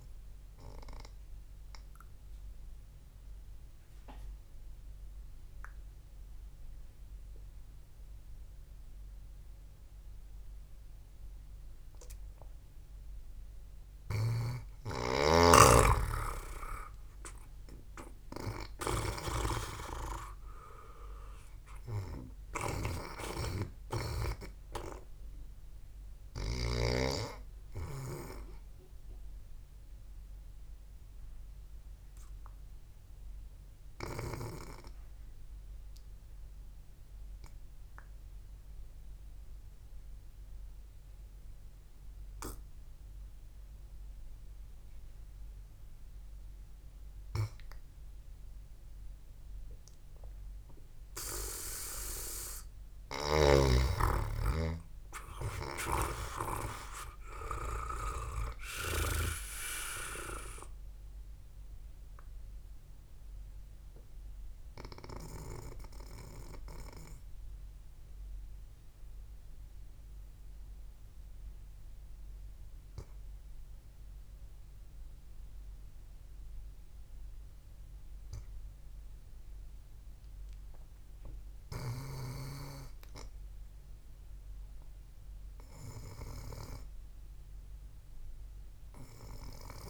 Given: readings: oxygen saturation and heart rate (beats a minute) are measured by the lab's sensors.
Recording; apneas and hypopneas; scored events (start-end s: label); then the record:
breathing in sleep by a room microphone; 3
0.50-13.50 s: obstructive apnea (oxygen 98% before, 90% lowest, heart rate 76 before, 71 extreme, up 9 after)
15.00-19.50 s: arousal
15.00-28.00 s: snoring (device-marked)
18.00-38.00 s: oxygen desaturation (device-marked, oxygen 98% before, 90% lowest, heart rate 72 before, 71 extreme)
37.00-52.00 s: obstructive apnea (oxygen 98% before, 88% lowest, heart rate 79 before, 68 extreme, up 9 after)
54.00-60.00 s: snoring (device-marked)
54.00-75.00 s: oxygen desaturation (device-marked, oxygen 97% before, 93% lowest, heart rate 74 before, 65 extreme)
54.50-58.00 s: arousal
63.00-82.50 s: obstructive apnea (oxygen 98% before, 88% lowest, heart rate 75 before, 65 extreme, up 4 after)
84.00-87.50 s: arousal
From the record:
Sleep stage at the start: N2 (light sleep); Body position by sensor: on the back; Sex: male